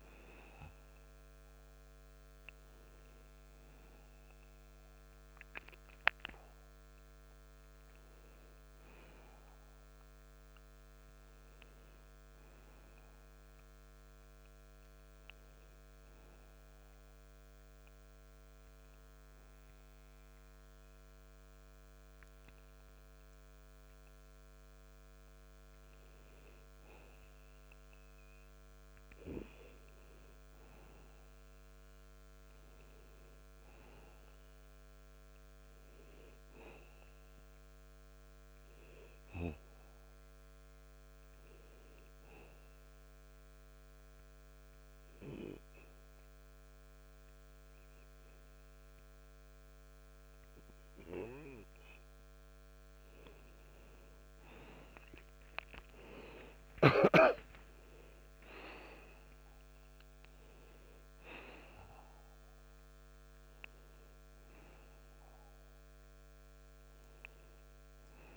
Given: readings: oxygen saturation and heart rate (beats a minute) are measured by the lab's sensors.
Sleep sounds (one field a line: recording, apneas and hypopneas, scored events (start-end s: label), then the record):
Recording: breathing in sleep by a microphone on the trachea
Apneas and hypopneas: 2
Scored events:
0.00-4.50 s: arousal
16.00-26.00 s: obstructive apnea (oxygen 93% before, 91% lowest, heart rate 90 before, 59 extreme, up 3 after)
29.50-33.50 s: arousal
42.00-52.00 s: obstructive apnea (oxygen 96% before, 91% lowest, heart rate 73 before, 59 extreme, up 27 after)
56.00-60.00 s: arousal
From the record:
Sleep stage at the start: N2 (light sleep)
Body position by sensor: on the back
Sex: male